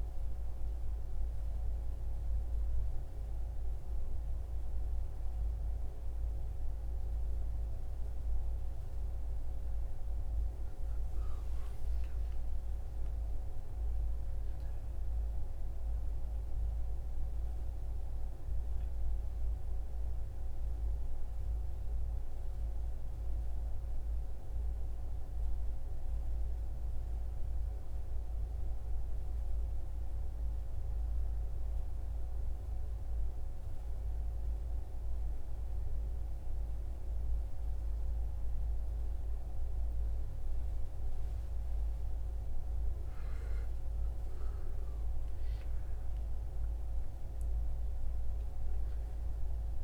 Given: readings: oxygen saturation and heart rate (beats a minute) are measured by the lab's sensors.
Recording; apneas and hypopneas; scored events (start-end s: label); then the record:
breathing in sleep, hard to hear, by a room microphone; none
45.50-49.00 s: arousal
45.50-49.84 s: oxygen desaturation (device-marked, oxygen 97% before, 94% lowest)
From the record:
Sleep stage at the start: N1 (lightest sleep); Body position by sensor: on the back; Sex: male